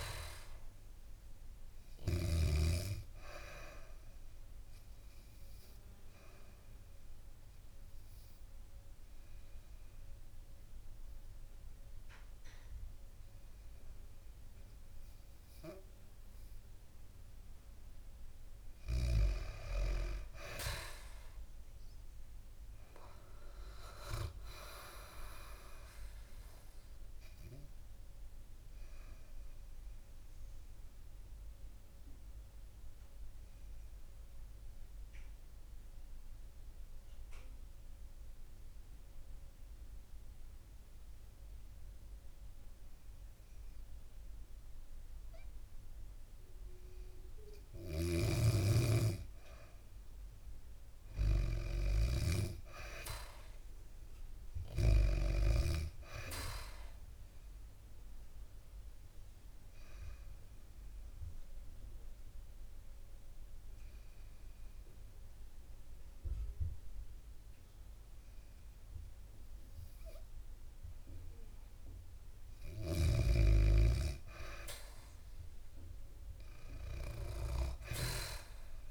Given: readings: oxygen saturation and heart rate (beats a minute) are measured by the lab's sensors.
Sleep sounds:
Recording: breathing in sleep by a room microphone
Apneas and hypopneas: 3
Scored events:
0.00-14.50 s: oxygen desaturation (device-marked, oxygen 93% lowest, heart rate 55 extreme)
4.50-17.00 s: obstructive apnea (oxygen 97% before, 91% lowest, heart rate 68 before, 55 extreme, up 2 after)
19.50-23.00 s: arousal
20.50-44.50 s: oxygen desaturation (device-marked, oxygen 97% before, 91% lowest, heart rate 69 before, 55 extreme)
27.50-48.00 s: mixed apnea (oxygen 97% before, 91% lowest, heart rate 68 before, 55 extreme, up 14 after)
30.50-37.50 s: bradycardia (device-marked, heart rate 72 before, 55 extreme)
47.50-55.50 s: snoring (device-marked)
49.50-52.50 s: arousal
50.50-70.50 s: oxygen desaturation (device-marked, oxygen 99% before, 94% lowest, heart rate 61 before, 65 extreme)
57.00-73.00 s: obstructive apnea (oxygen 99% before, 92% lowest, heart rate 64 before, 65 extreme, up 2 after)
75.50-78.00 s: arousal
76.50-78.91 s: oxygen desaturation (device-marked, oxygen 98% before, 92% lowest, heart rate 68 before, 60 extreme)
From the record:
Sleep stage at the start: N2 (light sleep)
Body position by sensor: on the back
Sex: female

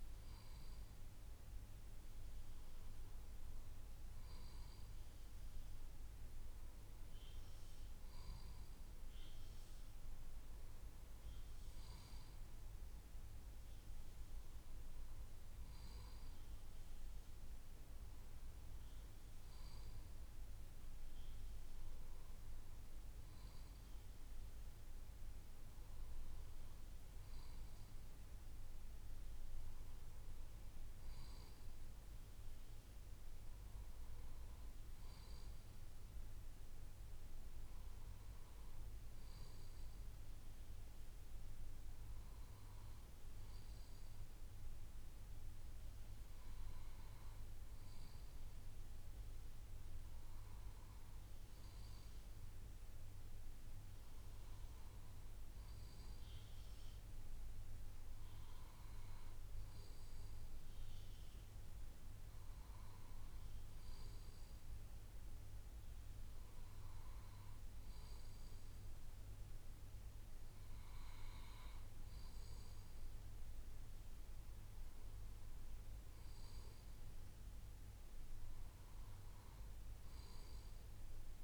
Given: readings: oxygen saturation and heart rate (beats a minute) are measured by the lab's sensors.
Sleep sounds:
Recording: breathing in sleep, hard to hear, by a room microphone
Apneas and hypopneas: none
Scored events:
none scored
From the record:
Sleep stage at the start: N2 (light sleep)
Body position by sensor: on the left side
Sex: male

